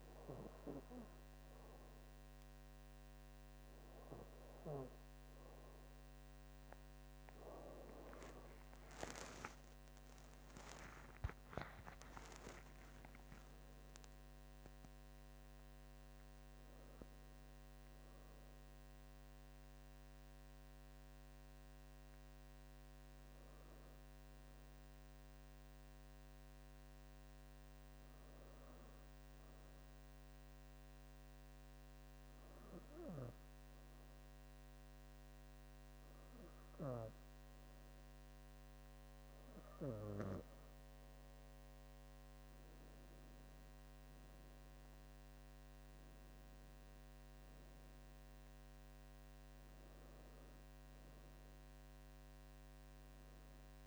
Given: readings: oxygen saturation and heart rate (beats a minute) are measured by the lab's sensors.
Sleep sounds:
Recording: breathing in sleep by a microphone on the trachea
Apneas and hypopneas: 1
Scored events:
7.50-12.00 s: arousal
21.50-37.00 s: hypopnea (oxygen 96% before, 94% lowest, heart rate 73 before, 64 extreme, up 4 after)
42.00-46.50 s: arousal
From the record:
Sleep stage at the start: N2 (light sleep)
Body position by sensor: on the back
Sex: female

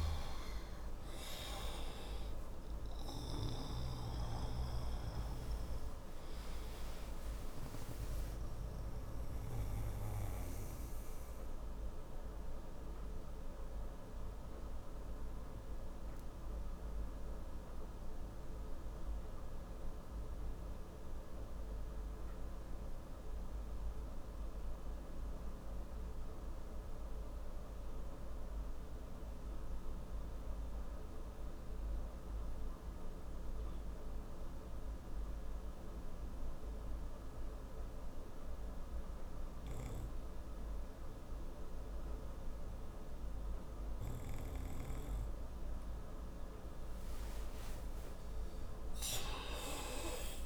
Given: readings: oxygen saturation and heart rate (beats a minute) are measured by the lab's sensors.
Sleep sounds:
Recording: breathing in sleep by a room microphone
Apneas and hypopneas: 1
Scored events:
0.00-25.50 s: oxygen desaturation (device-marked, oxygen 86% lowest, heart rate 27 extreme)
11.50-43.00 s: obstructive apnea (oxygen 96% before, 86% lowest)
39.50-50.46 s: oxygen desaturation (device-marked, oxygen 98% before, 89% lowest)
46.50-50.00 s: arousal
From the record:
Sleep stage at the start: N2 (light sleep)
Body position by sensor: on the right side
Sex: male

